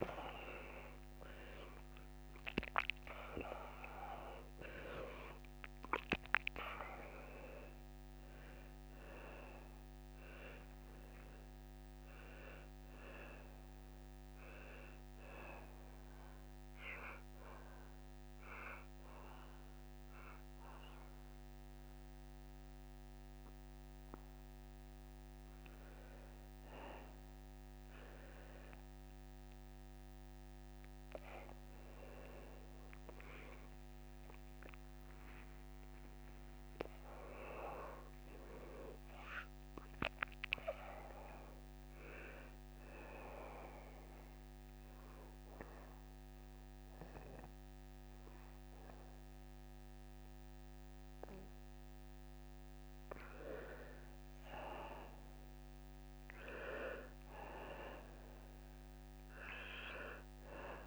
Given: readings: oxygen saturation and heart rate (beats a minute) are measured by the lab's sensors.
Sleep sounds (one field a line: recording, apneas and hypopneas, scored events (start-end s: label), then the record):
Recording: breathing in sleep by a microphone on the trachea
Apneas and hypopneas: 2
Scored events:
16.50-26.50 s: obstructive apnea (oxygen 93% before, 87% lowest, heart rate 161 before, 65 extreme, up 22 after)
31.50-35.50 s: arousal
34.00-50.00 s: oxygen desaturation (device-marked, oxygen 97% before, 91% lowest, heart rate 173 before, 45 extreme)
42.50-52.50 s: obstructive apnea (oxygen 97% before, 87% lowest, heart rate 156 before, 45 extreme, up 27 after)
55.00-58.00 s: arousal
From the record:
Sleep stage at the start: N2 (light sleep)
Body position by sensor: on the back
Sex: male